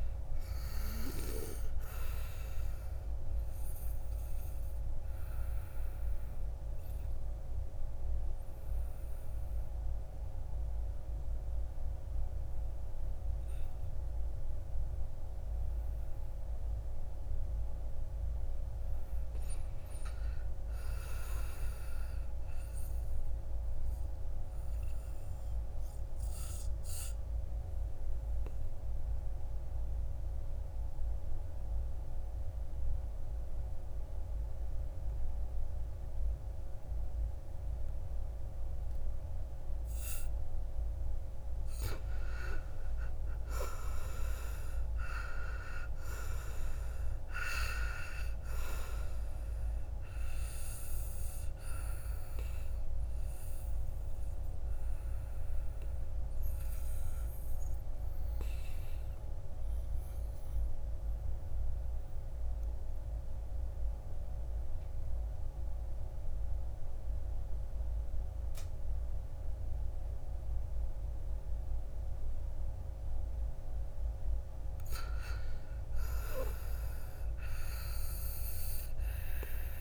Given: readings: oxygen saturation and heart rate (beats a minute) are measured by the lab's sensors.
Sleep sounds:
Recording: breathing in sleep by a room microphone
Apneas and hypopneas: 2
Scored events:
0.00-21.50 s: oxygen desaturation (device-marked, oxygen 86% lowest, heart rate 53 extreme)
24.00-40.00 s: obstructive apnea (oxygen 97% before, 83% lowest, heart rate 57 before, 55 extreme, up 11 after)
33.50-41.50 s: oxygen desaturation (device-marked, oxygen 97% before, 91% lowest, heart rate 58 before, 55 extreme)
42.00-45.50 s: arousal
43.50-66.50 s: oxygen desaturation (device-marked, oxygen 94% before, 83% lowest, heart rate 60 before, 55 extreme)
51.50-72.50 s: obstructive apnea (oxygen 97% before, 79% lowest, heart rate 63 before, 55 extreme, up 10 after)
74.00-77.50 s: arousal
From the record:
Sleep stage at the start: N2 (light sleep)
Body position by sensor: on the back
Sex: male

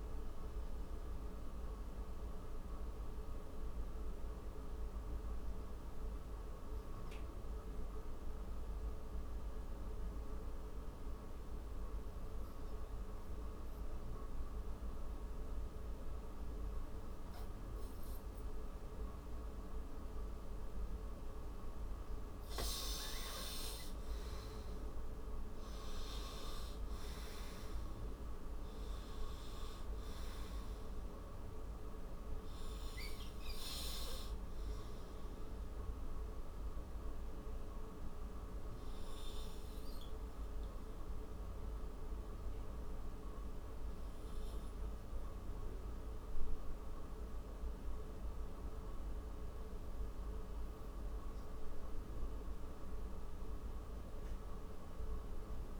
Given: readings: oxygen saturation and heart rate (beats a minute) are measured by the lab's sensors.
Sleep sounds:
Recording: breathing in sleep, hard to hear, by a room microphone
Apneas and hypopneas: 1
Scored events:
1.50-17.00 s: hypopnea (oxygen 100% before, 87% lowest)
20.50-51.50 s: oxygen desaturation (device-marked, oxygen 97% before, 87% lowest)
24.50-28.50 s: arousal
From the record:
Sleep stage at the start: N2 (light sleep)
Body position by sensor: on the right side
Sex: male

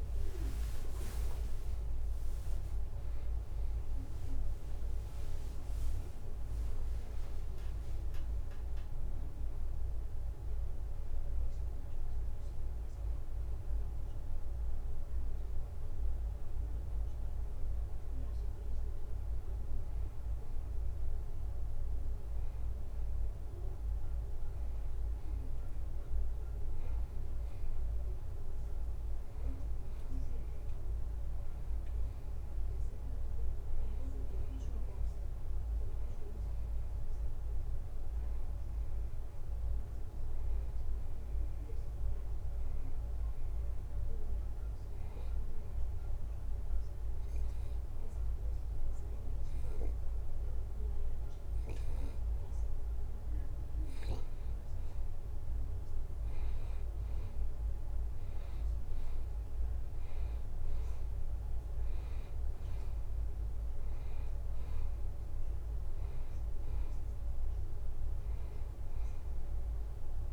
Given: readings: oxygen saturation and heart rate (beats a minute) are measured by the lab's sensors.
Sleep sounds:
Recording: breathing in sleep, hard to hear, by a room microphone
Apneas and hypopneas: 1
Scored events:
38.50-42.00 s: arousal
45.50-56.00 s: obstructive apnea (oxygen 94% before, 89% lowest, heart rate 82 before, 80 extreme, up 1 after)
57.50-61.00 s: arousal
60.50-70.33 s: oxygen desaturation (device-marked, oxygen 93% before, 89% lowest, heart rate 81 before, 80 extreme)
From the record:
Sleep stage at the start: N2 (light sleep)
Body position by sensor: on the back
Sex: male

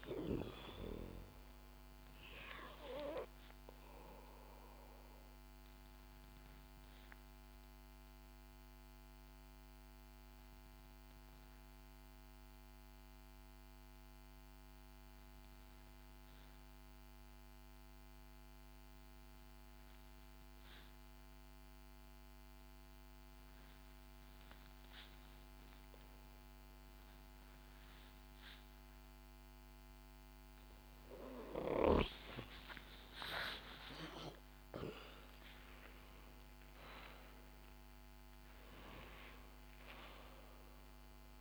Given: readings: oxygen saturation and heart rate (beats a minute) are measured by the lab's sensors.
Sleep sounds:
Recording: breathing in sleep by a microphone on the trachea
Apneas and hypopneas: 1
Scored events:
0.00-24.00 s: oxygen desaturation (device-marked, oxygen 79% lowest, heart rate 61 extreme)
4.50-30.50 s: obstructive apnea (oxygen 96% before, 79% lowest, heart rate 67 before, 59 extreme, up 6 after)
32.00-36.50 s: arousal
From the record:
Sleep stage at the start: N2 (light sleep)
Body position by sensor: on the back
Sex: female

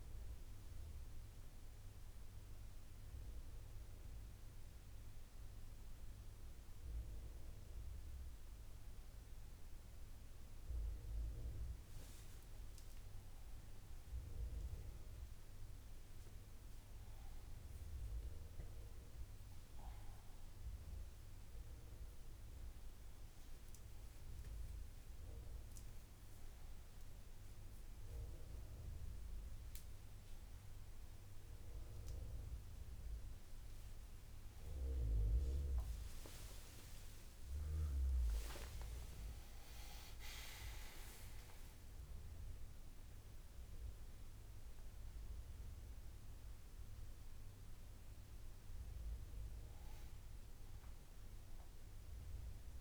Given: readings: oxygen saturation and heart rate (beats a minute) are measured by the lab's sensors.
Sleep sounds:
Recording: a person awake in a sleep study, by a room microphone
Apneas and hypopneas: none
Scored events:
none scored
From the record:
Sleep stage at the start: awake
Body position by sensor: upright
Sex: male

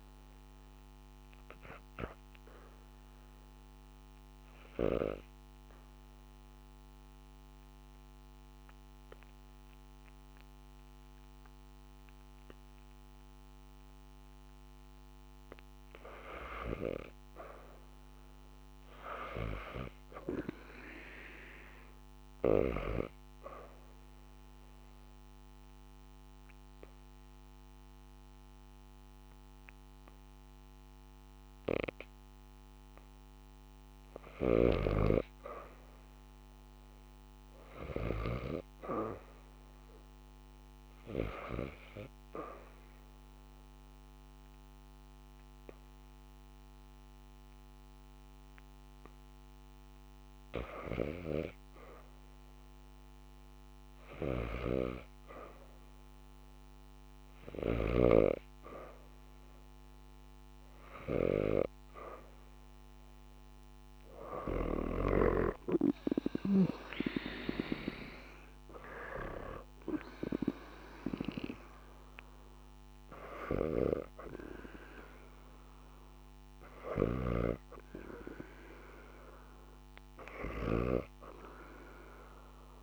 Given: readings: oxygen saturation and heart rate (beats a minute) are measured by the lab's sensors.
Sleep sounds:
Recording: breathing in sleep by a microphone on the trachea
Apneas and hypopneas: 2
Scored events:
4.00-15.00 s: obstructive apnea (oxygen 99% before, 77% lowest, heart rate 85 before, 74 extreme, up 0 after)
17.00-19.50 s: arousal
17.00-40.00 s: oxygen desaturation (device-marked, oxygen 97% before, 77% lowest, heart rate 81 before, 74 extreme)
24.50-34.50 s: obstructive apnea (oxygen 99% before, 77% lowest, heart rate 78 before, 75 extreme, up 1 after)
34.00-38.00 s: snoring (device-marked)
37.50-42.00 s: arousal
47.00-82.83 s: new sleep stage, N2 (light sleep)
51.00-59.00 s: oxygen desaturation (device-marked, oxygen 94% before, 81% lowest, heart rate 78 before, 79 extreme)
60.00-64.00 s: arousal
64.00-82.83 s: oxygen desaturation (device-marked, oxygen 94% before, 85% lowest, heart rate 80 before, 76 extreme)
76.50-80.50 s: snoring (device-marked)
From the record:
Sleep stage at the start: REM sleep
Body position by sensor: on the back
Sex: female

